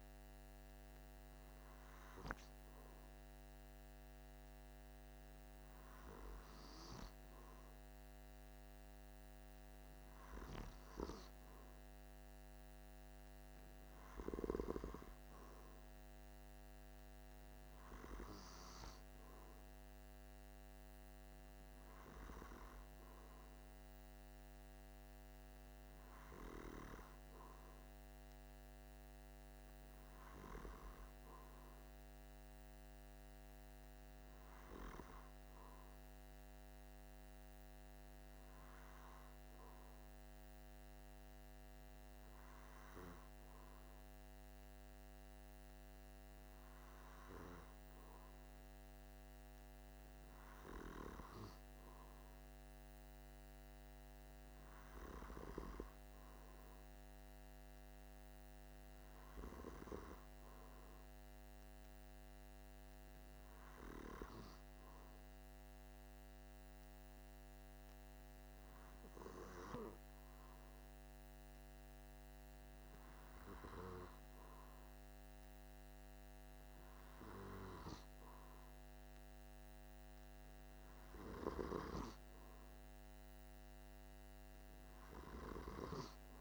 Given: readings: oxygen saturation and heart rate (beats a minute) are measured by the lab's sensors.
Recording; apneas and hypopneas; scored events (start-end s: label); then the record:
breathing in sleep by a microphone on the trachea; none
none scored
From the record:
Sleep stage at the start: N2 (light sleep); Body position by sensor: on the back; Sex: male